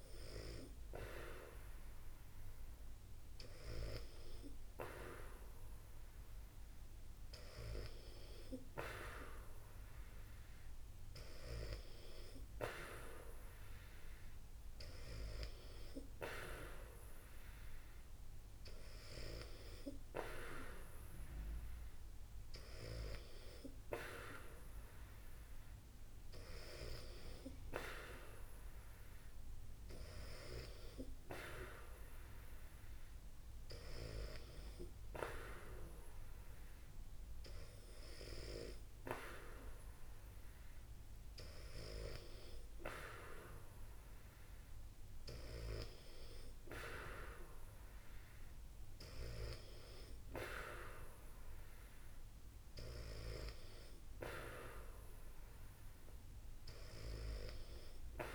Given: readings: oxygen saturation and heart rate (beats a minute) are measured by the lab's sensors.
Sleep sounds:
breathing in sleep by a room microphone; none
none scored
From the record:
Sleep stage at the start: N2 (light sleep); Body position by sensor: on the back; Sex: female

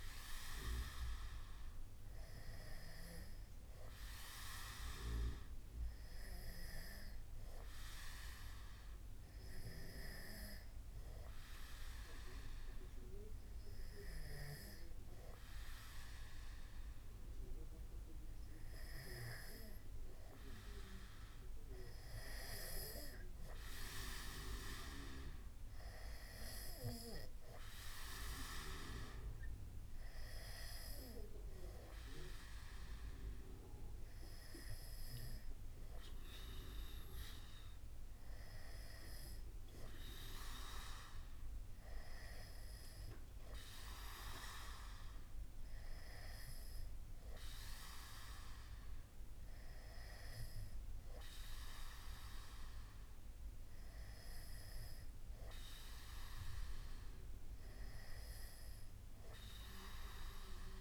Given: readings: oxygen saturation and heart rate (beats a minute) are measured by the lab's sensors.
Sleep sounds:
breathing in sleep by a room microphone; none
none scored
From the record:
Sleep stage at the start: N2 (light sleep); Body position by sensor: on the back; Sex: male

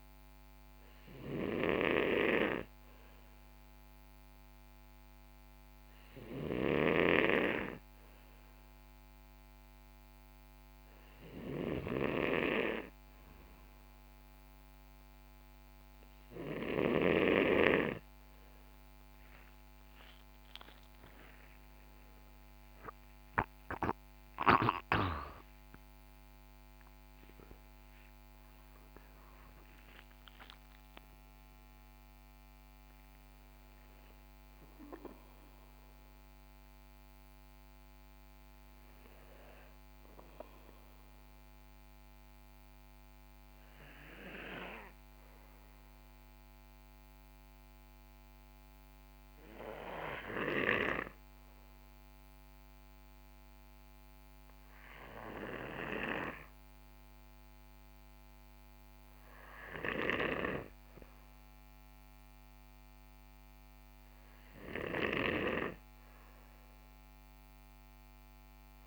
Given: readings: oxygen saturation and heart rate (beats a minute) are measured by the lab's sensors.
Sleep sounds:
breathing in sleep by a microphone on the trachea; 1
22.50-26.50 s: arousal
25.00-68.87 s: new sleep stage, N2 (light sleep)
47.00-59.50 s: hypopnea (oxygen 96% before, 94% lowest, heart rate 81 before, 63 extreme, up 2 after)
61.50-65.00 s: arousal
From the record:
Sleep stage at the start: N3 (deep sleep); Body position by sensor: on the right side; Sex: male

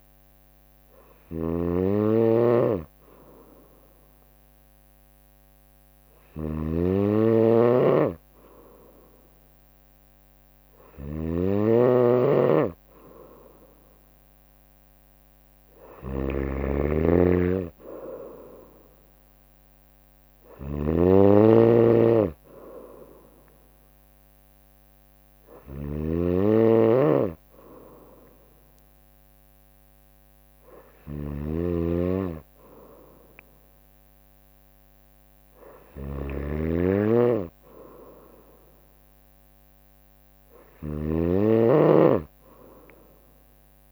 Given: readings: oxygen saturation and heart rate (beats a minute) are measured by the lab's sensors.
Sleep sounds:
breathing in sleep by a microphone on the trachea; none
0.00-43.92 s: snoring (device-marked)
25.00-28.00 s: bradycardia (device-marked, heart rate 61 before, 60 extreme)
From the record:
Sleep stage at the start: N2 (light sleep); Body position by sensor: on the right side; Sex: female

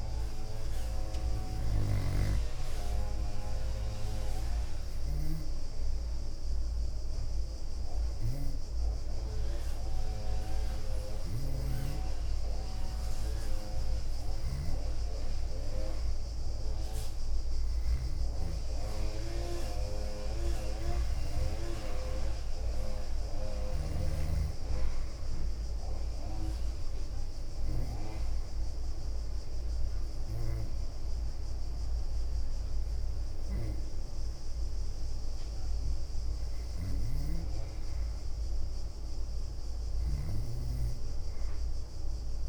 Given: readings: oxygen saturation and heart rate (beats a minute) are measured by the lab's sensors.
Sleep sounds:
breathing in sleep by a room microphone; 2
1.50-14.00 s: obstructive apnea (oxygen 96% before, 90% lowest, heart rate 67 before, 62 extreme, up 10 after)
3.00-11.50 s: leg movement (device-marked)
7.50-14.50 s: oxygen desaturation (device-marked, oxygen 95% before, 91% lowest, heart rate 66 before, 63 extreme)
14.50-22.50 s: leg movement (device-marked)
16.00-20.00 s: arousal
21.50-37.50 s: oxygen desaturation (device-marked, oxygen 95% before, 92% lowest, heart rate 66 before, 63 extreme)
25.50-33.50 s: leg movement (device-marked)
25.50-37.50 s: obstructive apnea (oxygen 95% before, 90% lowest, heart rate 67 before, 63 extreme, up 6 after)
36.50-42.49 s: leg movement (device-marked)
40.00-42.49 s: arousal
From the record:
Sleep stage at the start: N2 (light sleep); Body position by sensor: on the back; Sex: female

